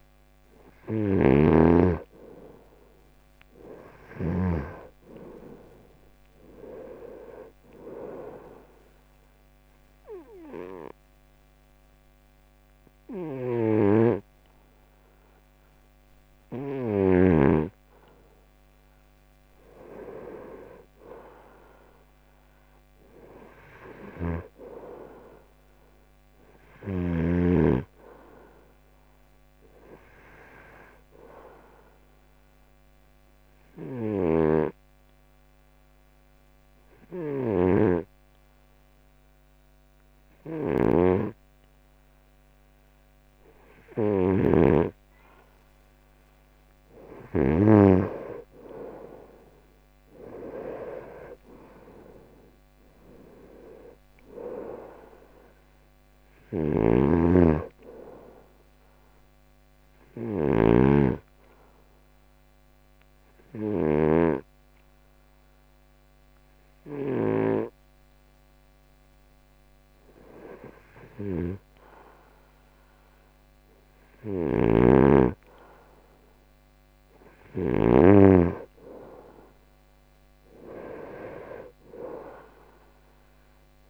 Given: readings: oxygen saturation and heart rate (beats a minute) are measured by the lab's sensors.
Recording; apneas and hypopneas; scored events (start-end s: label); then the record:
breathing in sleep by a microphone on the trachea; 3
0.00-2.50 s: arousal
8.50-18.50 s: obstructive apnea (oxygen 95% before, 89% lowest, heart rate 72 before, 69 extreme, up 4 after)
18.00-34.00 s: oxygen desaturation (device-marked, oxygen 95% before, 90% lowest, heart rate 72 before, 69 extreme)
20.50-25.00 s: arousal
33.00-45.50 s: obstructive apnea (oxygen 95% before, 89% lowest, heart rate 73 before, 69 extreme, up 7 after)
47.50-53.00 s: arousal
61.50-73.00 s: obstructive apnea (oxygen 94% before, 89% lowest, heart rate 73 before, 71 extreme, up 2 after)
68.00-82.00 s: oxygen desaturation (device-marked, oxygen 94% before, 89% lowest, heart rate 74 before, 71 extreme)
75.00-78.50 s: arousal
From the record:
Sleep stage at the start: N2 (light sleep); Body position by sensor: on the right side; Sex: male